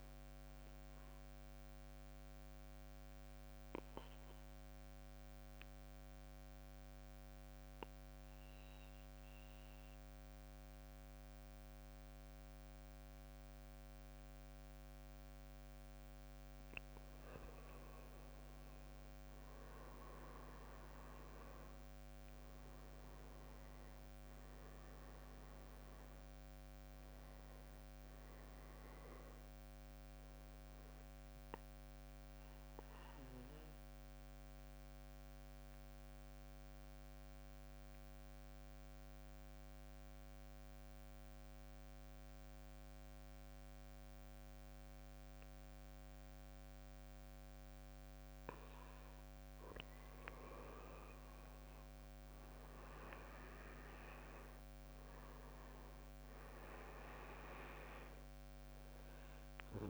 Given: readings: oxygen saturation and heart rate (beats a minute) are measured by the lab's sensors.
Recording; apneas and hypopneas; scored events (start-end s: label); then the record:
breathing in sleep, hard to hear, by a microphone on the trachea; 2
0.00-1.00 s: drop in pulse transit time (device-marked, heart rate 58 before, 61 extreme)
0.00-6.00 s: oxygen desaturation (device-marked, oxygen 98% before, 91% lowest, heart rate 60 before, 54 extreme)
1.00-17.00 s: mixed apnea (oxygen 98% before, 91% lowest, heart rate 67 before, 53 extreme, up 14 after)
19.50-24.00 s: arousal
22.00-40.00 s: oxygen desaturation (device-marked, oxygen 98% before, 94% lowest, heart rate 58 before, 53 extreme)
30.50-49.50 s: mixed apnea (oxygen 98% before, 92% lowest, heart rate 62 before, 53 extreme, up 16 after)
49.00-59.90 s: oxygen desaturation (device-marked, oxygen 98% before, 92% lowest, heart rate 57 before, 53 extreme)
51.50-55.00 s: arousal
From the record:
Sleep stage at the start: N2 (light sleep); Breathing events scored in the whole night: 285 in 4.2 hours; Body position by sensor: on the back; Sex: male